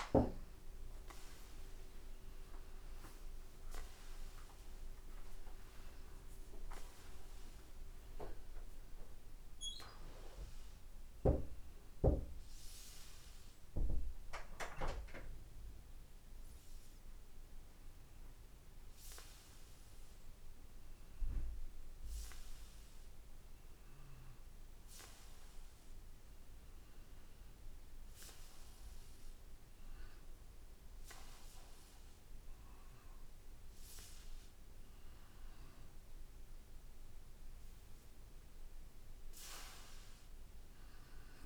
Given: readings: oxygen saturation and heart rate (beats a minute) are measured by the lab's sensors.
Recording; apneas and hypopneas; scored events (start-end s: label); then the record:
breathing in sleep by a room microphone; none
none scored
From the record:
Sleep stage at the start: N2 (light sleep); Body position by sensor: on the back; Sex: male